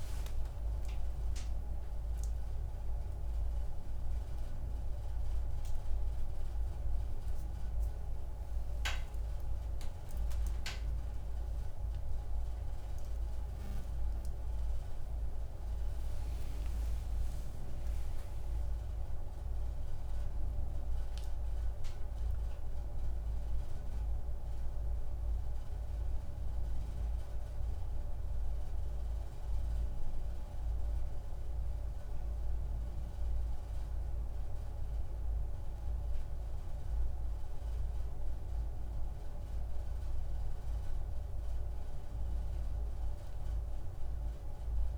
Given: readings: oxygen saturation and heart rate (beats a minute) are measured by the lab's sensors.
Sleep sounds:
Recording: a person awake in a sleep study, hard to hear, by a room microphone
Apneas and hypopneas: none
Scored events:
28.00-44.98 s: new sleep stage, N1 (lightest sleep)
From the record:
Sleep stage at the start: awake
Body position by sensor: on the back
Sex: male

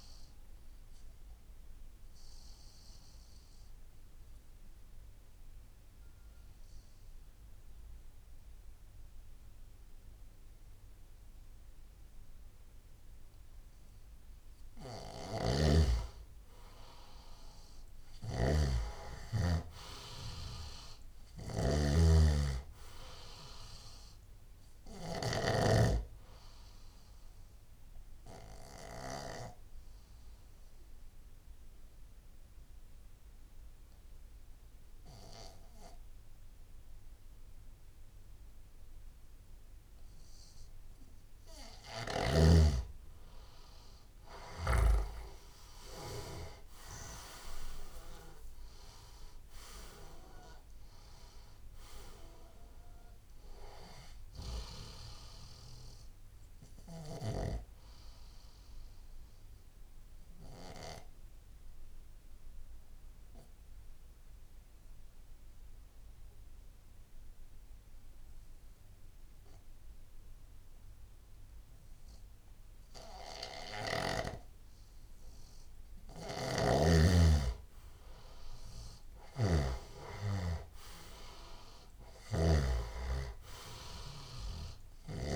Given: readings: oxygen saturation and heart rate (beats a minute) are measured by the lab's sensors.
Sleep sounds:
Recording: breathing in sleep by a room microphone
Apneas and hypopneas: 3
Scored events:
0.00-9.00 s: oxygen desaturation (device-marked, oxygen 88% lowest, heart rate 68 extreme)
0.50-14.00 s: obstructive apnea (oxygen 97% before, 88% lowest, heart rate 75 before, 68 extreme, up 1 after)
15.00-25.50 s: snoring (device-marked)
16.50-19.50 s: arousal
20.00-40.00 s: oxygen desaturation (device-marked, oxygen 97% before, 90% lowest, heart rate 80 before, 65 extreme)
27.50-41.00 s: obstructive apnea (oxygen 97% before, 89% lowest, heart rate 79 before, 65 extreme, up 2 after)
43.50-49.50 s: arousal
45.00-75.00 s: oxygen desaturation (device-marked, oxygen 97% before, 89% lowest, heart rate 73 before, 66 extreme)
58.50-77.00 s: obstructive apnea (oxygen 97% before, 86% lowest, heart rate 72 before, 66 extreme, up 0 after)
79.00-83.00 s: arousal
79.00-85.36 s: snoring (device-marked)
83.00-85.36 s: oxygen desaturation (device-marked, oxygen 99% before, 89% lowest, heart rate 80 before, 66 extreme)
From the record:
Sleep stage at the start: N2 (light sleep)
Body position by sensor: on the left side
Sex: male

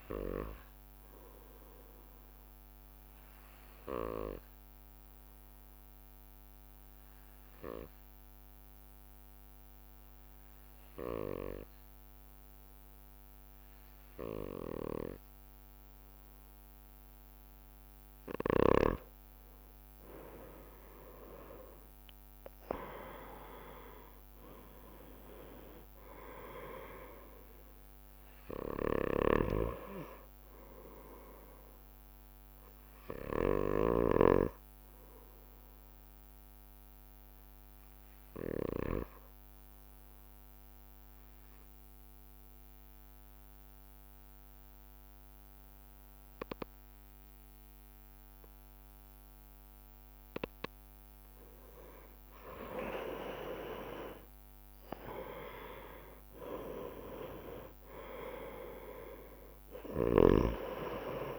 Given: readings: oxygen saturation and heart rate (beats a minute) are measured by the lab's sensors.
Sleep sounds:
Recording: breathing in sleep by a microphone on the trachea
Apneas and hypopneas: 2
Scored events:
3.50-17.50 s: obstructive apnea (oxygen 98% before, 93% lowest)
18.00-59.00 s: bradycardia (device-marked)
18.50-20.50 s: long interval between heartbeats (device-marked)
20.00-24.00 s: arousal
21.50-23.50 s: long interval between heartbeats (device-marked)
23.00-45.00 s: oxygen desaturation (device-marked, oxygen 98% before, 94% lowest)
39.50-52.00 s: obstructive apnea (oxygen 98% before, 93% lowest)
46.50-48.50 s: long interval between heartbeats (device-marked)
53.50-58.50 s: arousal
57.00-61.39 s: oxygen desaturation (device-marked, oxygen 98% before, 93% lowest)
60.00-61.39 s: snoring (device-marked)
From the record:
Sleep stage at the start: N2 (light sleep)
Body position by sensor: on the right side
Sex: male

